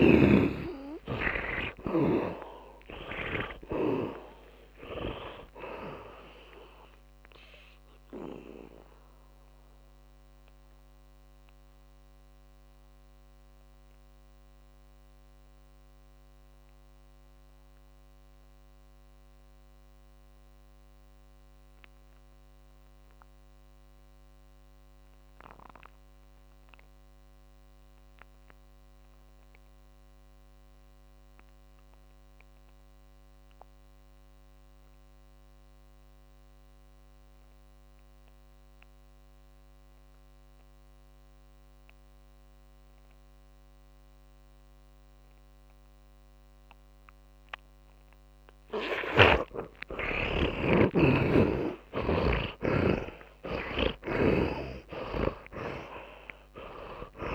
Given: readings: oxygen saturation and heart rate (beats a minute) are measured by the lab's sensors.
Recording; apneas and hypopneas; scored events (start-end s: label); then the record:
breathing in sleep by a microphone on the trachea; 1
0.00-5.00 s: arousal
0.00-23.00 s: oxygen desaturation (device-marked, oxygen 74% lowest)
0.50-4.50 s: snoring (device-marked)
9.50-48.50 s: mixed apnea (oxygen 100% before, 71% lowest)
13.00-57.35 s: new sleep stage, REM sleep
34.00-57.35 s: oxygen desaturation (device-marked, oxygen 100% before, 71% lowest)
50.00-55.50 s: arousal
51.50-57.35 s: snoring (device-marked)
From the record:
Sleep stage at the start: N2 (light sleep); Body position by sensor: on the back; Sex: male